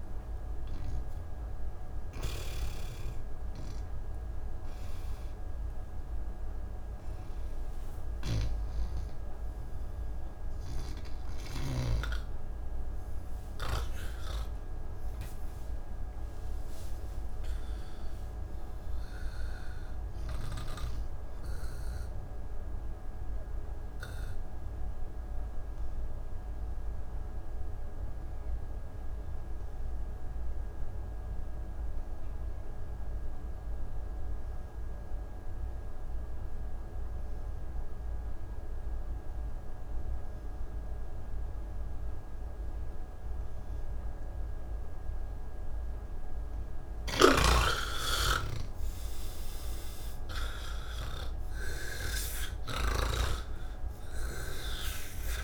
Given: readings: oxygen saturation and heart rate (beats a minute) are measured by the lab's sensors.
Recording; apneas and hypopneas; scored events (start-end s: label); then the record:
breathing in sleep by a room microphone; 1
0.00-10.00 s: oxygen desaturation (device-marked, oxygen 77% lowest)
2.50-12.50 s: snoring (device-marked)
23.00-46.50 s: obstructive apnea (oxygen 98% before, 79% lowest)
38.00-55.44 s: oxygen desaturation (device-marked, oxygen 96% before, 79% lowest)
47.00-52.50 s: snoring (device-marked)
From the record:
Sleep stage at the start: N3 (deep sleep); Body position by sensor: on the back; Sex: male